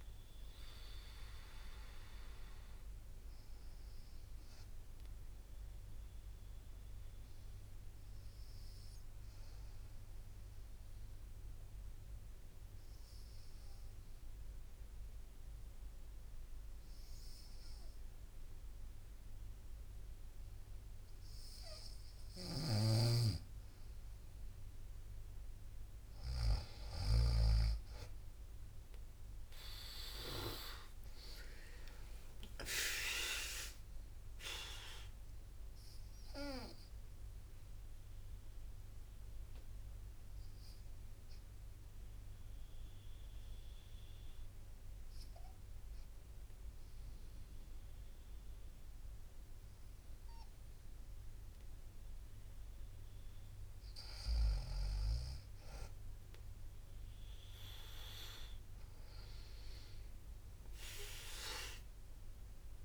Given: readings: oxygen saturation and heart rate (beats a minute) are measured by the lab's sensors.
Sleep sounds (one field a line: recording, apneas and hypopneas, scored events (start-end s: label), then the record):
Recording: breathing in sleep by a room microphone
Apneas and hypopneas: 2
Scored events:
0.00-3.00 s: drop in pulse transit time (device-marked, heart rate 61 extreme)
3.00-19.50 s: obstructive apnea (oxygen 94% before, 92% lowest, heart rate 64 before, 58 extreme, up 1 after)
20.00-28.00 s: bradycardia (device-marked, heart rate 61 before, 58 extreme)
21.50-27.00 s: snoring (device-marked)
27.00-31.00 s: arousal
29.00-43.00 s: drop in pulse transit time (device-marked, heart rate 59 before, 58 extreme)
31.00-33.00 s: long interval between heartbeats (device-marked, heart rate 59 before, 69 extreme)
31.00-40.00 s: oxygen desaturation (device-marked, oxygen 98% before, 92% lowest, heart rate 59 before, 56 extreme)
34.00-51.50 s: obstructive apnea (oxygen 98% before, 92% lowest, heart rate 61 before, 55 extreme, up 5 after)
41.00-53.00 s: bradycardia (device-marked, heart rate 61 before, 56 extreme)
53.50-57.50 s: arousal
60.00-62.84 s: drop in pulse transit time (device-marked, heart rate 59 before, 58 extreme)
From the record:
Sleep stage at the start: N2 (light sleep)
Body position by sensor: on the right side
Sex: female